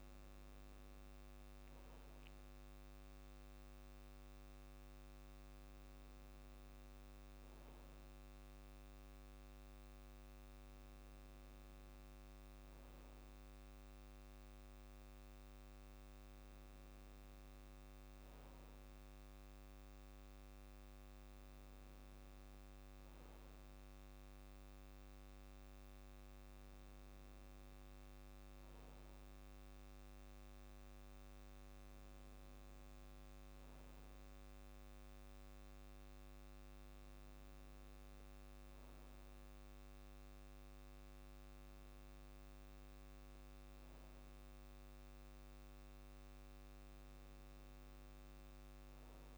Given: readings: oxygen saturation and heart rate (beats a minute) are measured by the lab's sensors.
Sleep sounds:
breathing in sleep, hard to hear, by a microphone on the trachea; none
none scored
From the record:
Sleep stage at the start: N2 (light sleep); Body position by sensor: on the back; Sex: male

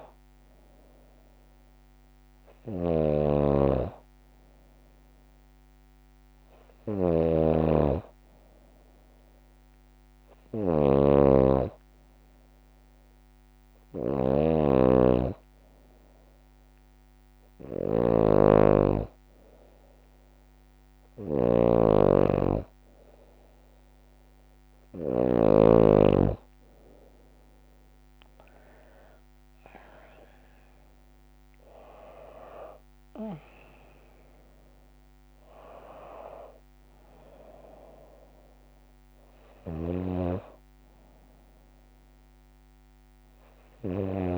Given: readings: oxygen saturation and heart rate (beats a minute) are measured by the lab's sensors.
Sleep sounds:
breathing in sleep by a microphone on the trachea; none
0.00-25.00 s: snoring (device-marked)
31.50-35.50 s: arousal
From the record:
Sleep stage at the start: N2 (light sleep); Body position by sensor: on the left side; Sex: female

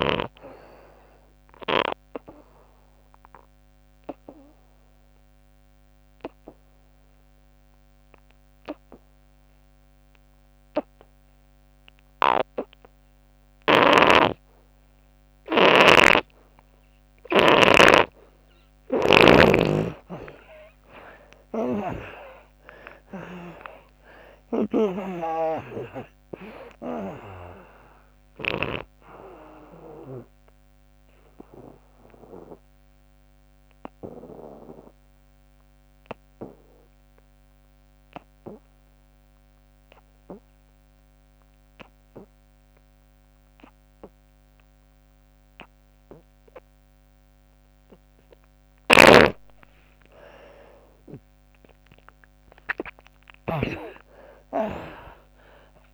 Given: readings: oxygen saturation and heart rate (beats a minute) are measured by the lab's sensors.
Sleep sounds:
breathing in sleep by a microphone on the trachea; 2
0.00-10.00 s: oxygen desaturation (device-marked, oxygen 78% lowest, heart rate 65 extreme)
1.50-17.00 s: obstructive apnea (oxygen 98% before, 73% lowest, heart rate 77 before, 65 extreme, up 35 after)
13.50-17.50 s: snoring (device-marked)
19.00-39.00 s: oxygen desaturation (device-marked, oxygen 96% before, 78% lowest, heart rate 80 before, 70 extreme)
21.50-25.50 s: arousal
24.50-28.50 s: snoring (device-marked)
31.00-47.50 s: obstructive apnea (oxygen 96% before, 72% lowest, heart rate 87 before, 67 extreme)
48.50-53.50 s: snoring (device-marked)
50.00-53.00 s: arousal
53.00-55.94 s: oxygen desaturation (device-marked, oxygen 96% before, 73% lowest, heart rate 85 before, 66 extreme)
From the record:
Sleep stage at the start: N2 (light sleep); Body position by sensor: on the back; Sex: female

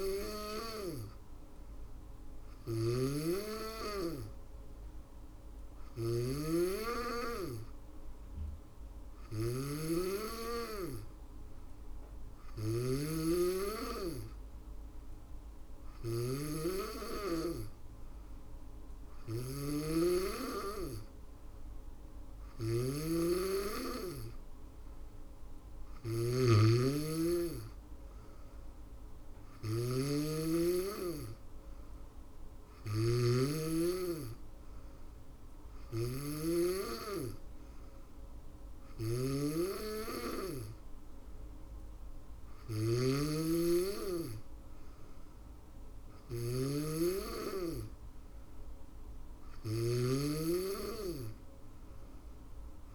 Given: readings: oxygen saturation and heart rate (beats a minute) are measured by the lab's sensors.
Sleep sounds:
breathing in sleep by a room microphone; none
0.00-52.95 s: snoring (device-marked)
From the record:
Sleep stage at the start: N2 (light sleep); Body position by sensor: on the back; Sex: female

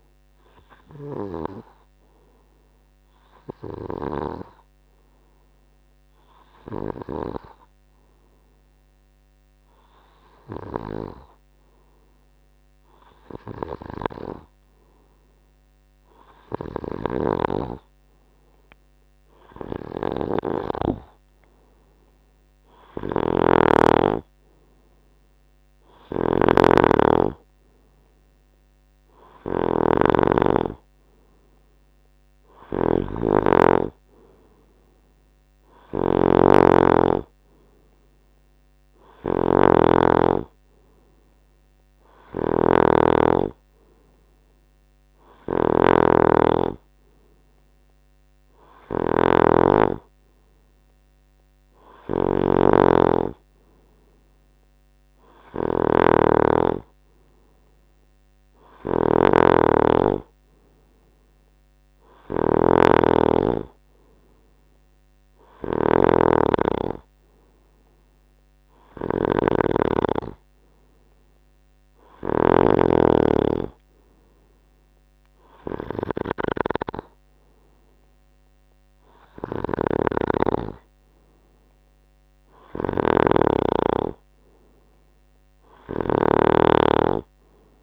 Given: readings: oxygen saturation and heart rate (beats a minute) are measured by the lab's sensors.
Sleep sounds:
breathing in sleep by a microphone on the trachea; none
16.50-72.50 s: snoring (device-marked)
79.50-87.83 s: snoring (device-marked)
From the record:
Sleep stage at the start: N2 (light sleep); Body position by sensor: on the right side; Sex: male

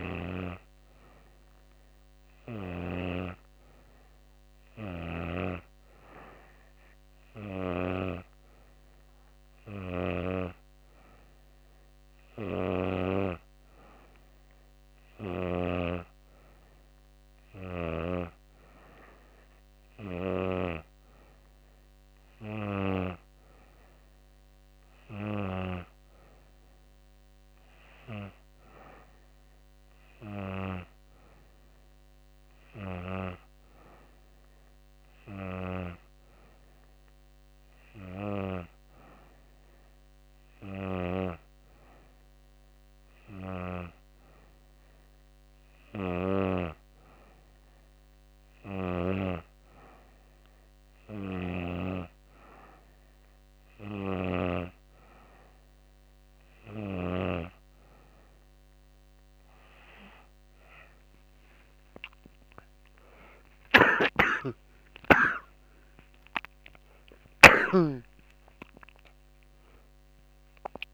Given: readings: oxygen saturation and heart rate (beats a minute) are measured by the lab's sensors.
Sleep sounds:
breathing in sleep by a microphone on the trachea; none
62.50-67.00 s: snoring (device-marked)
63.50-69.00 s: arousal
From the record:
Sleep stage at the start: N2 (light sleep); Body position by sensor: on the back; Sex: female

